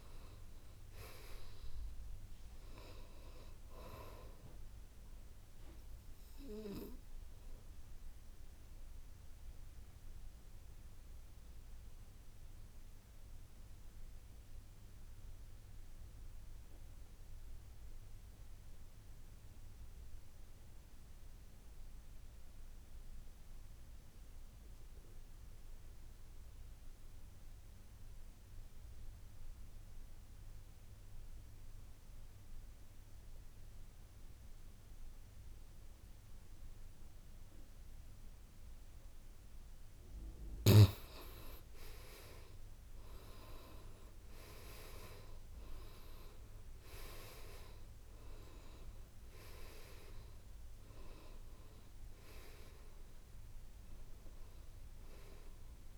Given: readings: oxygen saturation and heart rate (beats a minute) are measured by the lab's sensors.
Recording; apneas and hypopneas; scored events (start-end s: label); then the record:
breathing in sleep by a room microphone; 1
0.00-17.50 s: oxygen desaturation (device-marked, oxygen 77% lowest, heart rate 54 extreme)
6.00-40.00 s: obstructive apnea (oxygen 99% before, 75% lowest, heart rate 66 before, 54 extreme, up 10 after)
32.50-55.98 s: oxygen desaturation (device-marked, oxygen 99% before, 75% lowest, heart rate 58 before, 47 extreme)
42.00-46.50 s: arousal
From the record:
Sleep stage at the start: N2 (light sleep); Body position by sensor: on the back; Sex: male